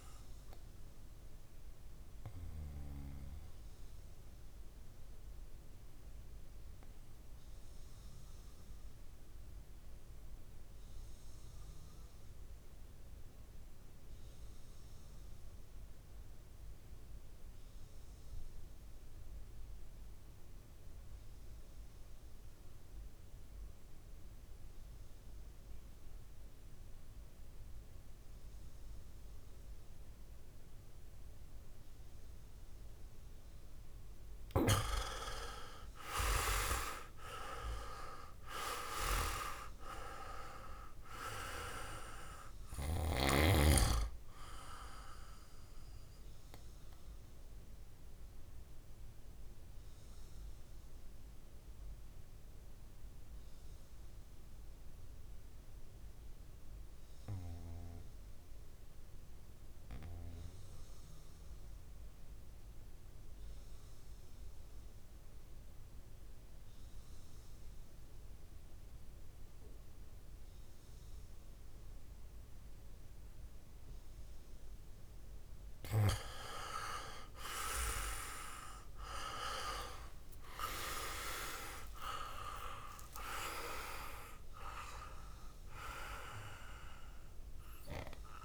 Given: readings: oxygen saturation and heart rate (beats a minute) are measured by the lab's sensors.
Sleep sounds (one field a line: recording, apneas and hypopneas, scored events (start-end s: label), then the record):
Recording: breathing in sleep by a room microphone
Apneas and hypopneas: 2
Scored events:
0.00-19.50 s: oxygen desaturation (device-marked, oxygen 83% lowest, heart rate 54 extreme)
1.00-33.00 s: obstructive apnea (oxygen 100% before, 83% lowest, heart rate 60 before, 54 extreme, up 12 after)
33.50-60.50 s: oxygen desaturation (device-marked, oxygen 100% before, 83% lowest, heart rate 58 before, 55 extreme)
35.00-38.50 s: arousal
46.50-75.00 s: obstructive apnea (oxygen 100% before, 83% lowest, heart rate 63 before, 55 extreme, up 23 after)
77.50-88.45 s: oxygen desaturation (device-marked, oxygen 99% before, 90% lowest, heart rate 57 before, 55 extreme)
79.50-83.00 s: arousal
From the record:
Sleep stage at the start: REM sleep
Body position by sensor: on the back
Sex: male